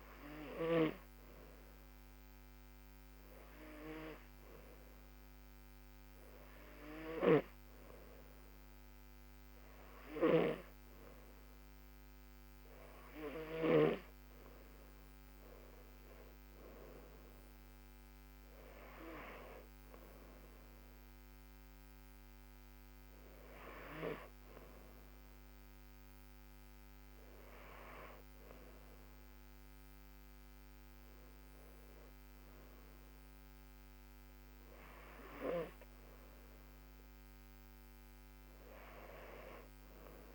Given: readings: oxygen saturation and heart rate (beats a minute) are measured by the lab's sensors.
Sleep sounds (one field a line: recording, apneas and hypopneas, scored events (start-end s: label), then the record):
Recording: breathing in sleep by a microphone on the trachea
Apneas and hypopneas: none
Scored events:
none scored
From the record:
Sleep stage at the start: N2 (light sleep)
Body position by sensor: on the back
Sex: female